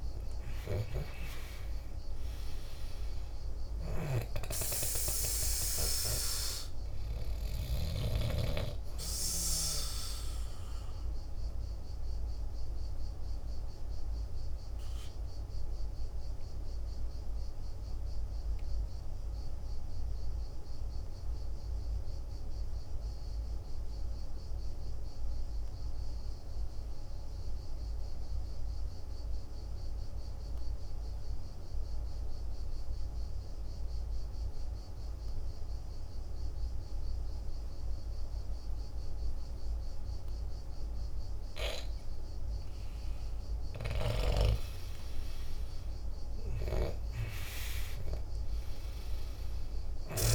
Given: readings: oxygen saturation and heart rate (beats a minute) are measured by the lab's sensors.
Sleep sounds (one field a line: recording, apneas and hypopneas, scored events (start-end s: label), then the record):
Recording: breathing in sleep by a room microphone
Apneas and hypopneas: 1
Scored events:
0.00-1.50 s: arousal
0.00-25.00 s: oxygen desaturation (device-marked, oxygen 84% lowest, heart rate 50 extreme)
3.50-8.00 s: snoring (device-marked)
12.50-42.50 s: obstructive apnea (oxygen 98% before, 84% lowest, heart rate 57 before, 49 extreme, up 13 after)
39.00-50.00 s: oxygen desaturation (device-marked, oxygen 99% before, 92% lowest, heart rate 51 before, 49 extreme)
45.00-50.00 s: arousal
From the record:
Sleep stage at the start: N2 (light sleep)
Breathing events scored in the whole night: 186 in 5.5 hours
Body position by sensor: on the back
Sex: male